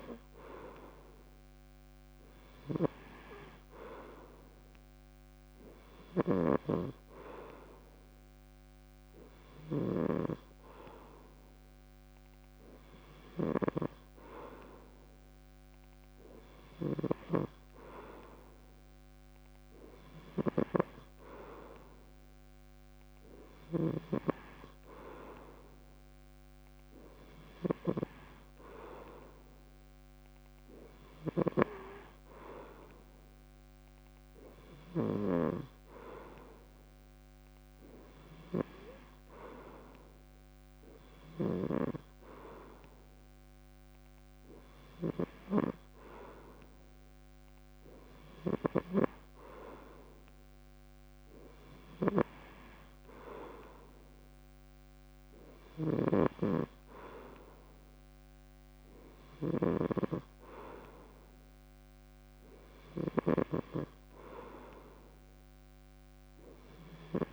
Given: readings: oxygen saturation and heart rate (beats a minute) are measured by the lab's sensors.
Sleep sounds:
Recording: breathing in sleep by a microphone on the trachea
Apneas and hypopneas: none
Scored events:
6.00-35.00 s: snoring (device-marked)
41.00-63.00 s: snoring (device-marked)
From the record:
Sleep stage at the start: N3 (deep sleep)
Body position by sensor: on the back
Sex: male

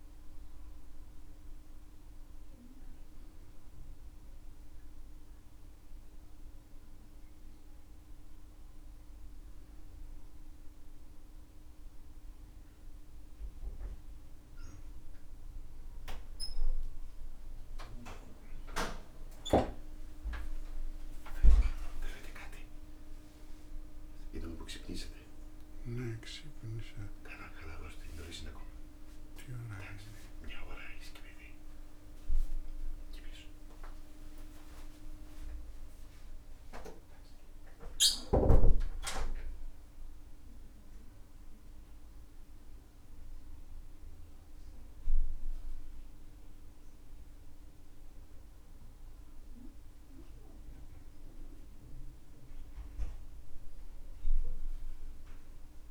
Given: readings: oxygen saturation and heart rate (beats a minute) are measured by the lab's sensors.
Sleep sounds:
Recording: a person awake in a sleep study, by a room microphone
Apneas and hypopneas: none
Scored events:
none scored
From the record:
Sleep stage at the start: awake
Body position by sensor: on the back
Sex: male

